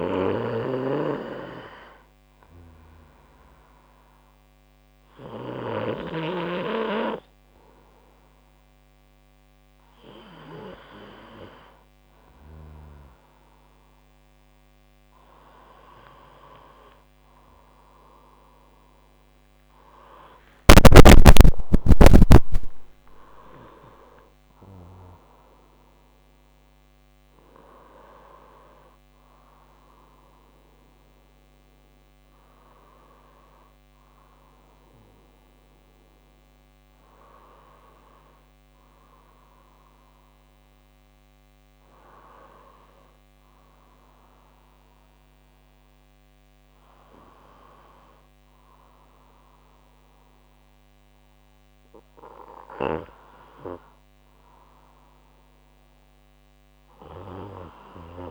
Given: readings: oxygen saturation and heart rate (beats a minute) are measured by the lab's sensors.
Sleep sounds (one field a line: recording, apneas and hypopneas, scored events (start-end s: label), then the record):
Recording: breathing in sleep by a microphone on the trachea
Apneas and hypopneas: none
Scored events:
0.00-1.50 s: arousal
0.00-6.00 s: snoring (device-marked)
10.50-33.50 s: oxygen desaturation (device-marked, oxygen 96% before, 90% lowest, heart rate 68 before, 63 extreme)
20.50-24.50 s: arousal
20.50-50.50 s: new sleep stage, N1 (lightest sleep)
50.50-58.31 s: new sleep stage, N2 (light sleep)
From the record:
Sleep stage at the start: N2 (light sleep)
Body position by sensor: on the right side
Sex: male